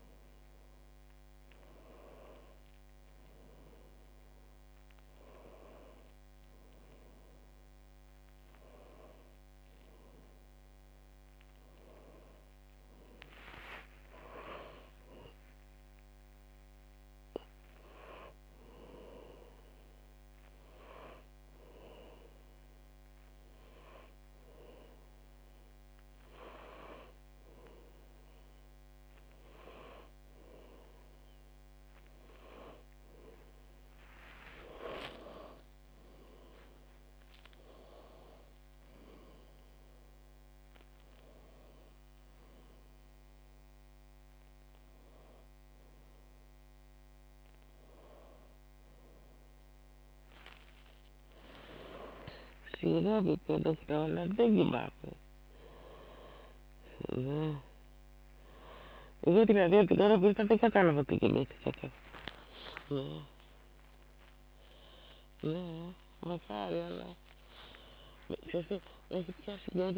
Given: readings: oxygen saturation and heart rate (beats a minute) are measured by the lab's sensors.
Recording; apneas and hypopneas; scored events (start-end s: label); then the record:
a person awake in a sleep study, by a microphone on the trachea; none
17.50-69.98 s: new sleep stage, awake
53.50-58.50 s: snoring (device-marked)
60.50-64.00 s: snoring (device-marked)
66.00-69.50 s: snoring (device-marked)
From the record:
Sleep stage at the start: N2 (light sleep); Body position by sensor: on the back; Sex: female